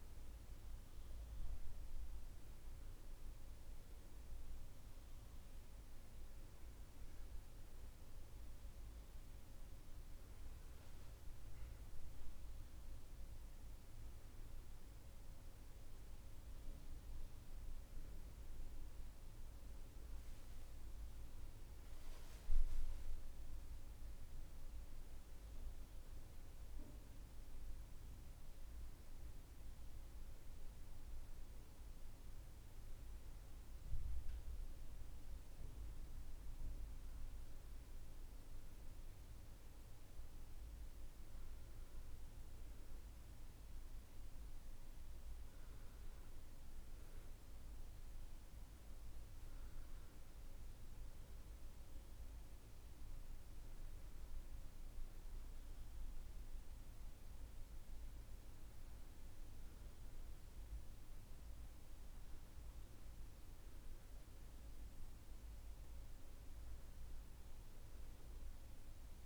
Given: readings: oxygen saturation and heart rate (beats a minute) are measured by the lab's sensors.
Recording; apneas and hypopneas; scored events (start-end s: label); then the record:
breathing in sleep, hard to hear, by a room microphone; none
19.50-23.50 s: arousal
From the record:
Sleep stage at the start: N1 (lightest sleep); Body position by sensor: on the back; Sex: female